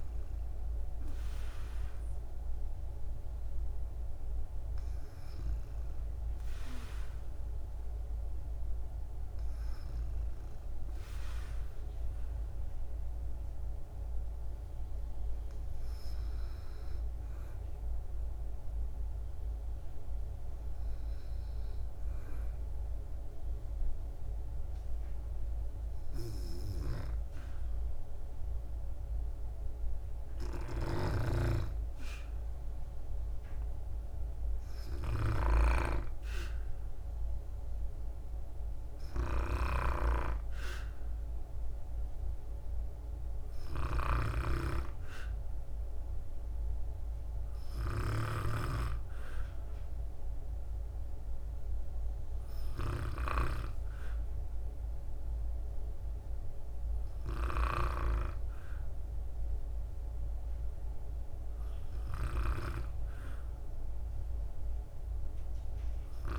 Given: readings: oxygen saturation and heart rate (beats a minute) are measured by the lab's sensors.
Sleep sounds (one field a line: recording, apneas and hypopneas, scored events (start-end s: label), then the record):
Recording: breathing in sleep by a room microphone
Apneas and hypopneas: none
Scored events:
30.50-35.50 s: snoring (device-marked)
44.00-48.00 s: snoring (device-marked)
From the record:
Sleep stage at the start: N2 (light sleep)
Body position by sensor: on the back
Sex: female